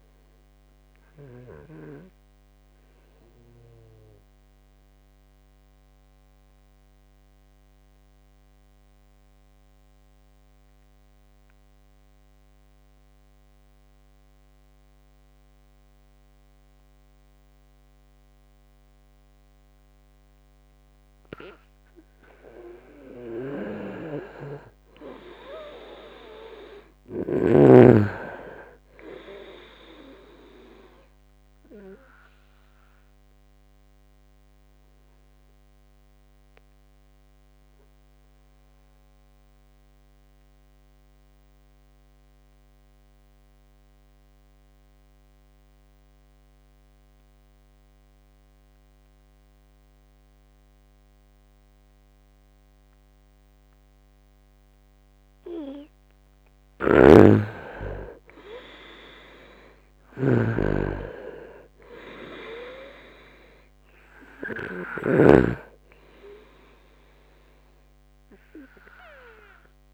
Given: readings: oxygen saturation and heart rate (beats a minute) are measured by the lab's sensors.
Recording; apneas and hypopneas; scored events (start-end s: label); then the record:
breathing in sleep by a microphone on the trachea; 2
0.00-9.50 s: oxygen desaturation (device-marked, oxygen 86% lowest, heart rate 65 extreme)
2.50-23.00 s: obstructive apnea (oxygen 98% before, 86% lowest, heart rate 80 before, 64 extreme, up 1 after)
24.50-28.00 s: arousal
24.50-46.50 s: oxygen desaturation (device-marked, oxygen 99% before, 88% lowest, heart rate 71 before, 64 extreme)
32.50-55.00 s: obstructive apnea (oxygen 99% before, 87% lowest, heart rate 69 before, 64 extreme, up 13 after)
54.00-56.00 s: long interval between heartbeats (device-marked, heart rate 67 before, 77 extreme)
56.50-65.00 s: snoring (device-marked)
57.00-61.00 s: arousal
59.50-69.94 s: oxygen desaturation (device-marked, oxygen 97% before, 87% lowest, heart rate 70 before, 68 extreme)
65.00-67.00 s: long interval between heartbeats (device-marked, heart rate 72 before, 81 extreme)
From the record:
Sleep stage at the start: N2 (light sleep); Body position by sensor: on the right side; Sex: male